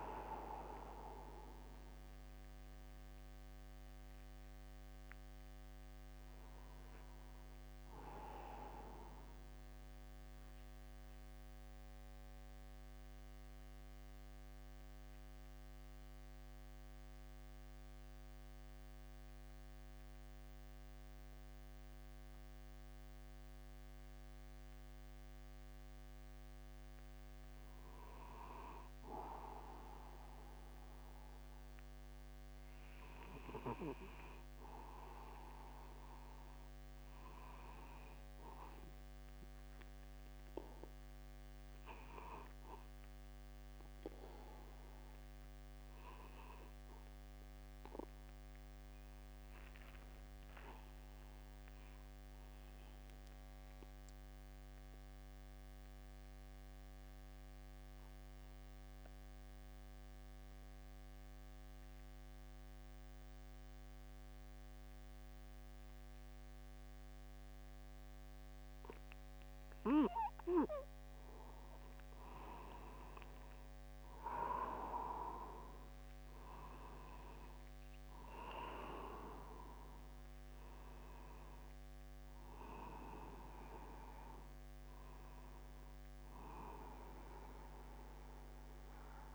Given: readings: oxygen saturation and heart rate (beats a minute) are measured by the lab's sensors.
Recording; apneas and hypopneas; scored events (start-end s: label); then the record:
breathing in sleep by a microphone on the trachea; 2
10.00-26.50 s: central apnea (oxygen 99% before, 95% lowest, heart rate 65 before, 49 extreme, up 1 after)
13.50-89.35 s: new sleep stage, N2 (light sleep)
29.00-33.00 s: arousal
46.50-70.50 s: obstructive apnea (oxygen 98% before, 93% lowest, heart rate 50 before, 50 extreme, up 1 after)
74.00-79.00 s: arousal
From the record:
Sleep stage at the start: N1 (lightest sleep); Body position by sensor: upright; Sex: male